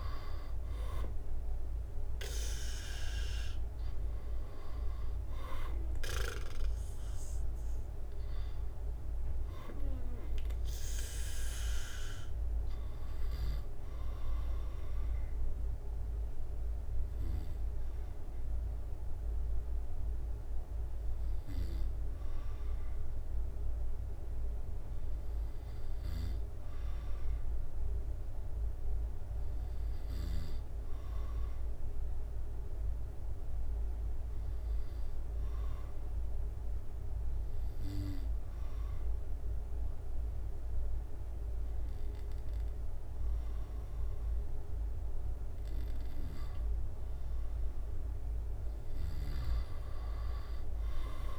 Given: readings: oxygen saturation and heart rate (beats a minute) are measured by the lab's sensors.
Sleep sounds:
breathing in sleep by a room microphone; 1
0.00-4.50 s: drop in pulse transit time (device-marked, heart rate 70 extreme)
0.00-15.50 s: oxygen desaturation (device-marked, oxygen 88% lowest, heart rate 69 extreme)
18.00-47.00 s: obstructive apnea (oxygen 97% before, 93% lowest, heart rate 75 before, 67 extreme, up 3 after)
48.50-51.39 s: arousal
From the record:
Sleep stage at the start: N2 (light sleep); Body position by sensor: on the back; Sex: male

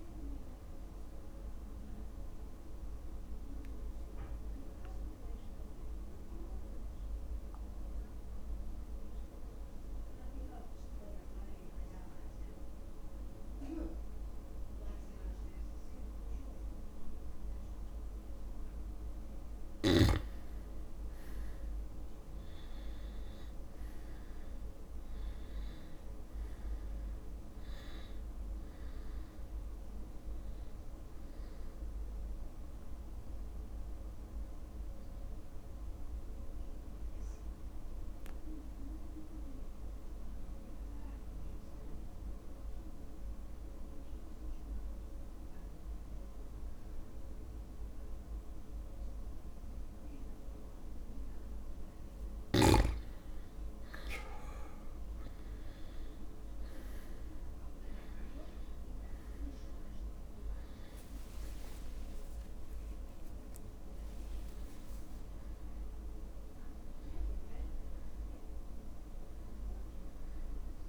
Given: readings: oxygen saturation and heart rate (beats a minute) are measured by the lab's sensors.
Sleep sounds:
breathing in sleep, hard to hear, by a room microphone; 2
2.00-19.00 s: mixed apnea (oxygen 98% before, 93% lowest, heart rate 51 before, 50 extreme, up 2 after)
3.50-19.50 s: oxygen desaturation (device-marked, oxygen 98% before, 94% lowest, heart rate 51 before, 50 extreme)
22.00-26.00 s: arousal
33.00-52.00 s: mixed apnea (oxygen 99% before, 93% lowest, heart rate 51 before, 49 extreme, up 2 after)
33.50-53.50 s: oxygen desaturation (device-marked, oxygen 99% before, 93% lowest, heart rate 51 before, 49 extreme)
59.00-63.00 s: arousal
62.00-64.00 s: long interval between heartbeats (device-marked, heart rate 51 before, 59 extreme)
62.50-70.89 s: drop in pulse transit time (device-marked, heart rate 51 before, 49 extreme)
65.00-67.00 s: long interval between heartbeats (device-marked, heart rate 53 before, 78 extreme)
66.50-70.89 s: oxygen desaturation (device-marked, oxygen 99% before, 93% lowest, heart rate 56 before, 49 extreme)
From the record:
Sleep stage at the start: N2 (light sleep); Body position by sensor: on the back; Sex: male

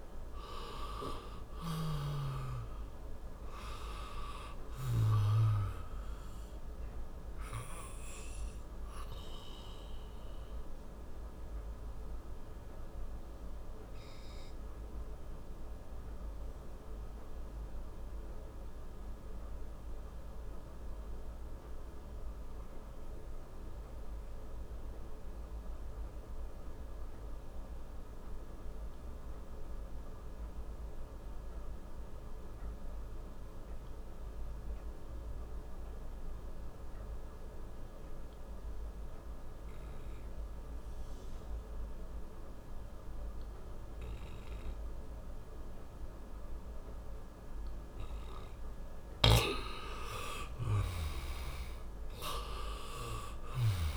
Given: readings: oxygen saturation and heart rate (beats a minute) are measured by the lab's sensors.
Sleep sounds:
breathing in sleep by a room microphone; 1
0.00-1.50 s: arousal
0.00-31.50 s: oxygen desaturation (device-marked, oxygen 84% lowest, heart rate 32 extreme)
8.00-48.00 s: obstructive apnea (oxygen 98% before, 84% lowest, heart rate 58 before, 37 extreme, up 13 after)
45.50-53.97 s: oxygen desaturation (device-marked, oxygen 99% before, 86% lowest, heart rate 63 before, 37 extreme)
49.50-53.00 s: arousal
From the record:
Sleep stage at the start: N2 (light sleep); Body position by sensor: on the back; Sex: male

